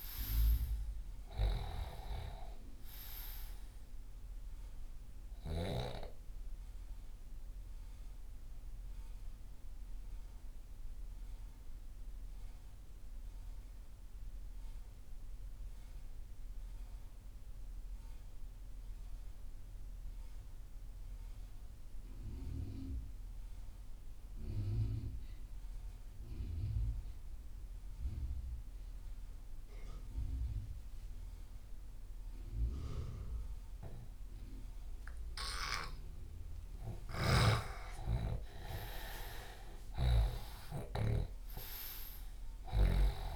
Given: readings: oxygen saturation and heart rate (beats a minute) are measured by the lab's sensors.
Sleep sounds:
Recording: breathing in sleep by a room microphone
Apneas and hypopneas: 1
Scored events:
0.00-23.50 s: oxygen desaturation (device-marked, oxygen 87% lowest)
6.50-35.50 s: mixed apnea (oxygen 98% before, 87% lowest)
38.00-42.50 s: arousal
38.50-43.35 s: oxygen desaturation (device-marked, oxygen 98% before, 90% lowest)
From the record:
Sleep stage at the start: N2 (light sleep)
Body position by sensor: on the left side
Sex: male

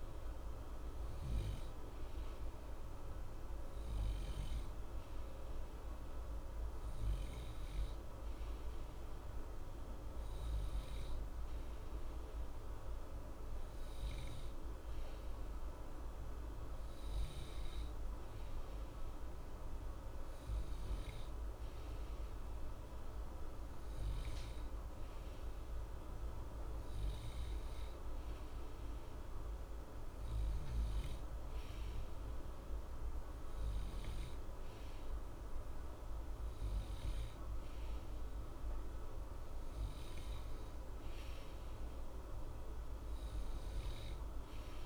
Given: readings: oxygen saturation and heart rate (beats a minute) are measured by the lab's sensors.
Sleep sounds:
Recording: breathing in sleep, hard to hear, by a room microphone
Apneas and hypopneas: none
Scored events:
none scored
From the record:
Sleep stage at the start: N2 (light sleep)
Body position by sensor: on the right side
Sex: male

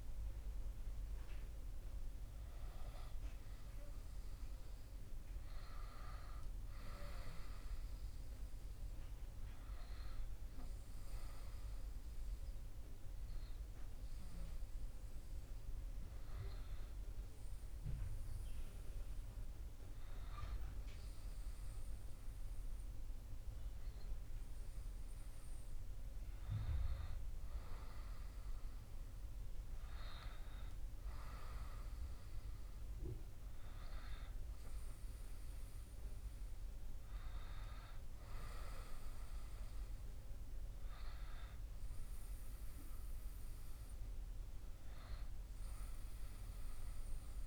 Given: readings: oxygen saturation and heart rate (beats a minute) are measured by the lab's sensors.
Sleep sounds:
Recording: breathing in sleep by a room microphone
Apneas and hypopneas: 1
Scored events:
11.00-25.50 s: hypopnea (oxygen 98% before, 95% lowest, heart rate 62 before, 59 extreme, up 1 after)
15.00-47.47 s: new sleep stage, N2 (light sleep)
27.00-30.50 s: arousal
From the record:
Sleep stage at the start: N1 (lightest sleep)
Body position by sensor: on the back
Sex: male

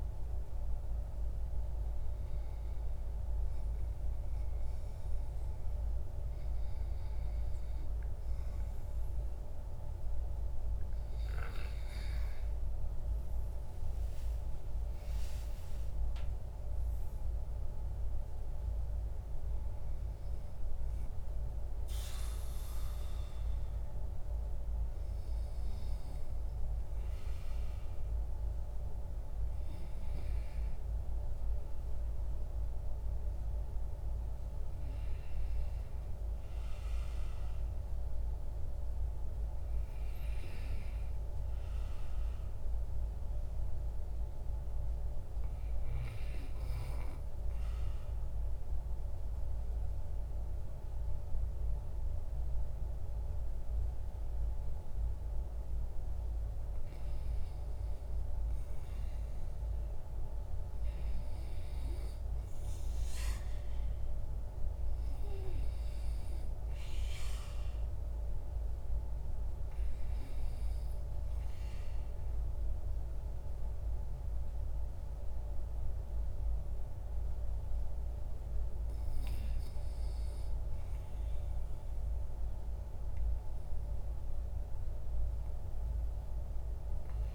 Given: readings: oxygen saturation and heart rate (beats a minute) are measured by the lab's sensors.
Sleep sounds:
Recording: breathing in sleep, hard to hear, by a room microphone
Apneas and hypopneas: 1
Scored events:
13.50-19.00 s: arousal
47.50-58.00 s: obstructive apnea (oxygen 98% before, 95% lowest, heart rate 66 before, 57 extreme, up 7 after)
60.00-64.50 s: arousal
From the record:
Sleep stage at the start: REM sleep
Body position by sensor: on the back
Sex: male

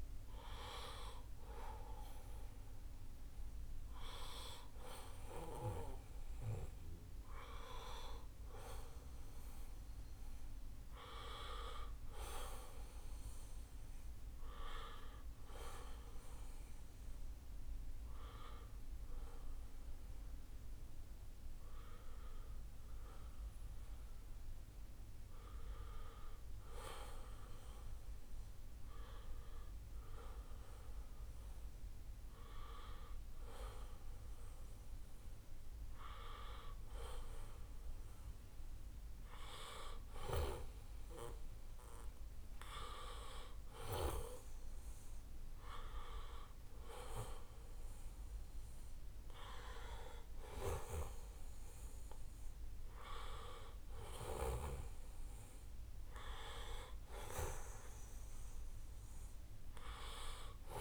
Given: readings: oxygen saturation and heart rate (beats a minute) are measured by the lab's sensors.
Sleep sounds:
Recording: breathing in sleep by a room microphone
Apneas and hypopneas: none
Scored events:
none scored
From the record:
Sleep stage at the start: N1 (lightest sleep)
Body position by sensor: on the right side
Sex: male

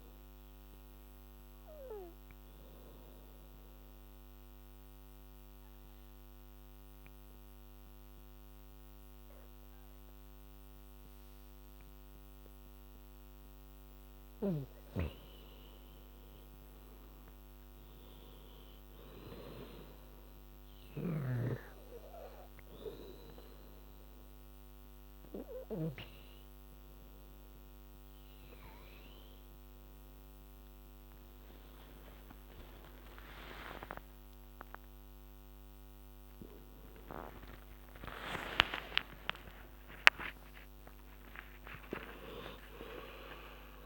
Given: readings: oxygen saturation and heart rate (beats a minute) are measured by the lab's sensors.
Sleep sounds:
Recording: breathing in sleep by a microphone on the trachea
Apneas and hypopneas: 1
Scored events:
0.00-10.50 s: oxygen desaturation (device-marked, oxygen 89% lowest, heart rate 68 extreme)
1.00-14.50 s: obstructive apnea (oxygen 99% before, 89% lowest, heart rate 77 before, 69 extreme, up 15 after)
16.50-33.50 s: oxygen desaturation (device-marked, oxygen 99% before, 89% lowest, heart rate 74 before, 69 extreme)
33.50-41.00 s: arousal
41.00-43.00 s: long interval between heartbeats (device-marked, heart rate 79 before, 94 extreme)
From the record:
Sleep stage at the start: N2 (light sleep)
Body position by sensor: on the back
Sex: female

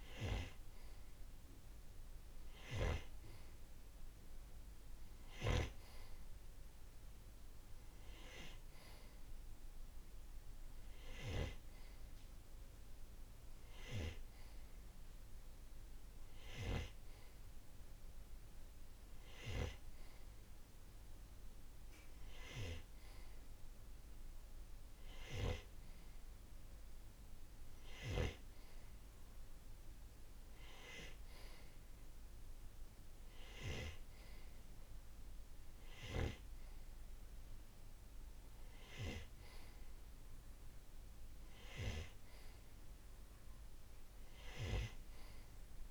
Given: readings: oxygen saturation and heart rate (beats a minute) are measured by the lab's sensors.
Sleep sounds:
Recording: breathing in sleep by a room microphone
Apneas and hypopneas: none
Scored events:
none scored
From the record:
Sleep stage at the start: N2 (light sleep)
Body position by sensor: on the right side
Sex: male

